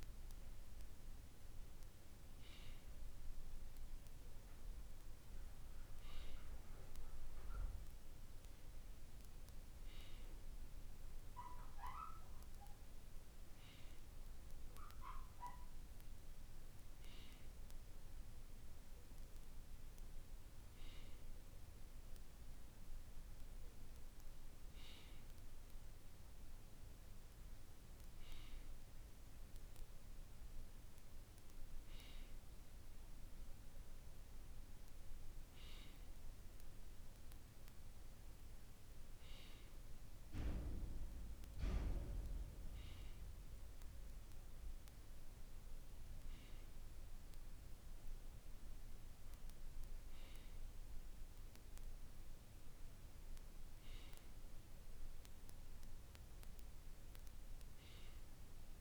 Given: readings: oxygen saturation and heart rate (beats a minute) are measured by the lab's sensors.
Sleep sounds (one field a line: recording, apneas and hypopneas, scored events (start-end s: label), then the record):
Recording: breathing in sleep by a room microphone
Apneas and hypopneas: none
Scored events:
none scored
From the record:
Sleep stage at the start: N2 (light sleep)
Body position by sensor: on the right side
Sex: male